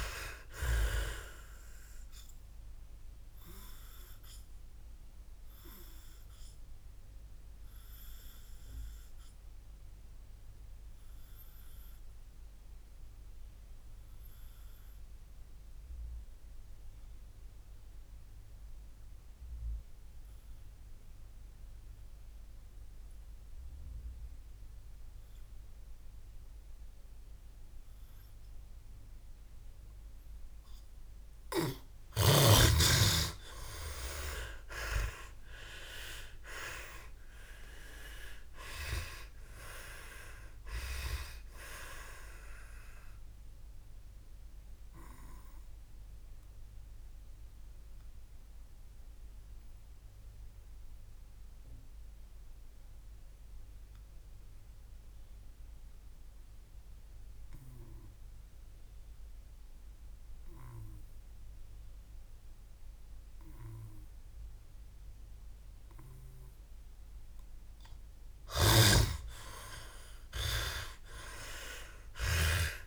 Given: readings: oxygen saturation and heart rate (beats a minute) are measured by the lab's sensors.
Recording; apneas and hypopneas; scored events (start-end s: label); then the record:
breathing in sleep by a room microphone; 2
4.50-30.00 s: obstructive apnea (oxygen 97% before, 90% lowest, heart rate 72 before, 54 extreme)
6.00-15.00 s: oxygen desaturation (device-marked, oxygen 96% before, 92% lowest, heart rate 73 before, 54 extreme)
23.00-28.00 s: oxygen desaturation (device-marked, oxygen 94% before, 91% lowest, heart rate 62 before, 54 extreme)
33.00-37.50 s: arousal
40.00-71.00 s: oxygen desaturation (device-marked, oxygen 98% before, 90% lowest, heart rate 77 before, 55 extreme)
46.50-62.00 s: obstructive apnea (oxygen 98% before, 90% lowest, heart rate 83 before, 56 extreme, up 3 after)
64.50-68.50 s: arousal
68.00-72.50 s: snoring (device-marked)
From the record:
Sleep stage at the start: N2 (light sleep); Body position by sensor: on the back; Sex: male